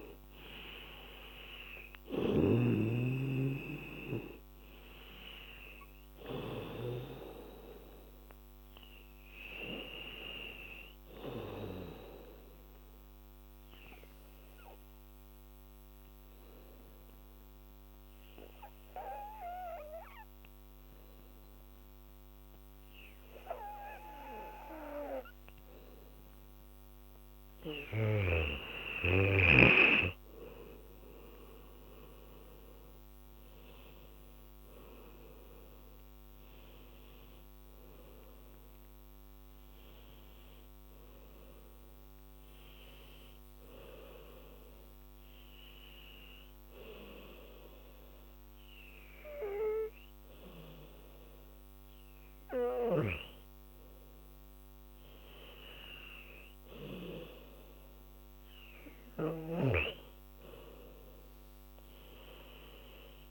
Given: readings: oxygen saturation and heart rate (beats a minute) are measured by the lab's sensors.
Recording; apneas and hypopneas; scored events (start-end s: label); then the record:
breathing in sleep by a microphone on the trachea; 1
0.00-1.00 s: arousal
0.00-14.00 s: oxygen desaturation (device-marked, oxygen 91% lowest, heart rate 77 extreme)
12.00-27.00 s: obstructive apnea (oxygen 97% before, 87% lowest, heart rate 83 before, 77 extreme, up 12 after)
25.00-49.00 s: oxygen desaturation (device-marked, oxygen 97% before, 87% lowest, heart rate 82 before, 76 extreme)
29.00-32.50 s: arousal
57.00-61.50 s: arousal
59.50-63.31 s: snoring (device-marked)
From the record:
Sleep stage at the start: N2 (light sleep); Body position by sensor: on the back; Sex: female